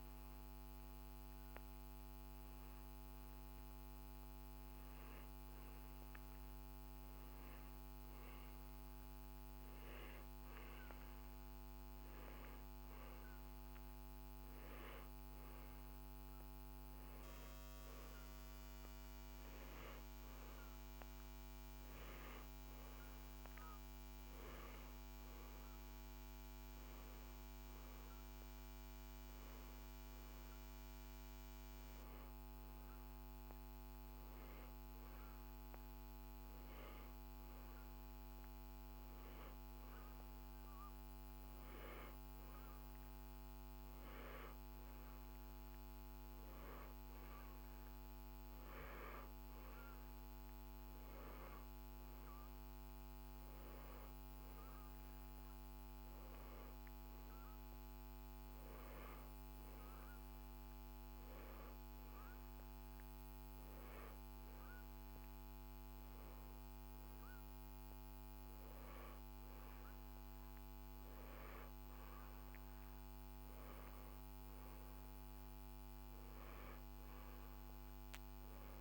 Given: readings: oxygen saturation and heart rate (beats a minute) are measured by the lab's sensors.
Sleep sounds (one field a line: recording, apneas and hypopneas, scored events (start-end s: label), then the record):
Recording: breathing in sleep, hard to hear, by a microphone on the trachea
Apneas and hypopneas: none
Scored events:
none scored
From the record:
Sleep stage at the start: N2 (light sleep)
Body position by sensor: on the back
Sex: male